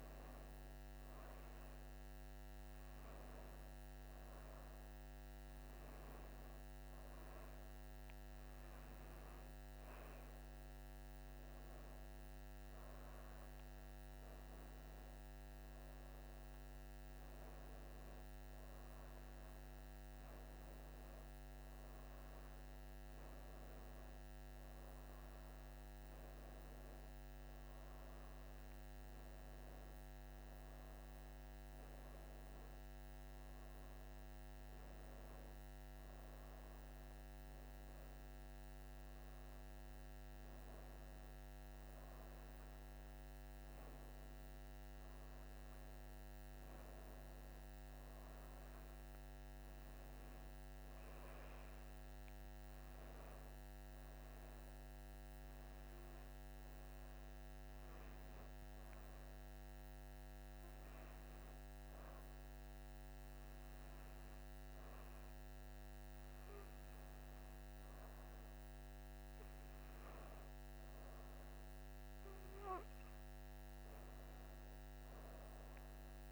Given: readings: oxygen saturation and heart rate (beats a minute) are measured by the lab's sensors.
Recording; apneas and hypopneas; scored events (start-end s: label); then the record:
breathing in sleep, hard to hear, by a microphone on the trachea; 1
42.50-47.50 s: arousal
55.50-67.00 s: hypopnea (oxygen 95% before, 92% lowest, heart rate 64 before, 60 extreme, up 6 after)
68.50-73.50 s: arousal
70.00-76.32 s: oxygen desaturation (device-marked, oxygen 95% before, 92% lowest, heart rate 63 before, 61 extreme)
From the record:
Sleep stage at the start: N2 (light sleep); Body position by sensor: on the back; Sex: female